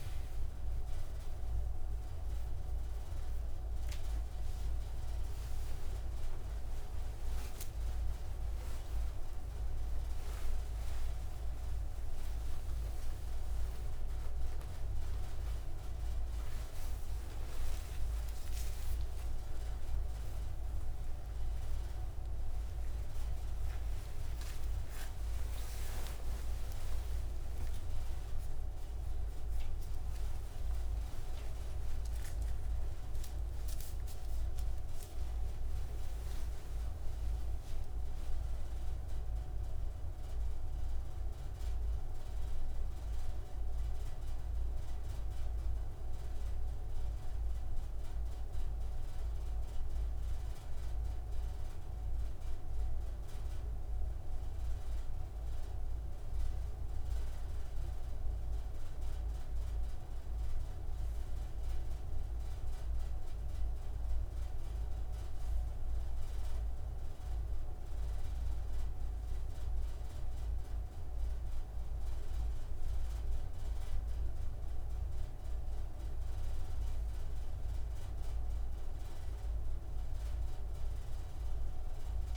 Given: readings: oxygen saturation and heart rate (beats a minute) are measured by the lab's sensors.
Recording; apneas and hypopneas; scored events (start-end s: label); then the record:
a person partly awake in a sleep study, hard to hear, by a room microphone; none
29.50-59.50 s: new sleep stage, N1 (lightest sleep)
59.50-82.37 s: new sleep stage, N2 (light sleep)
From the record:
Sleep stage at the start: awake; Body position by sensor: on the right side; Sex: male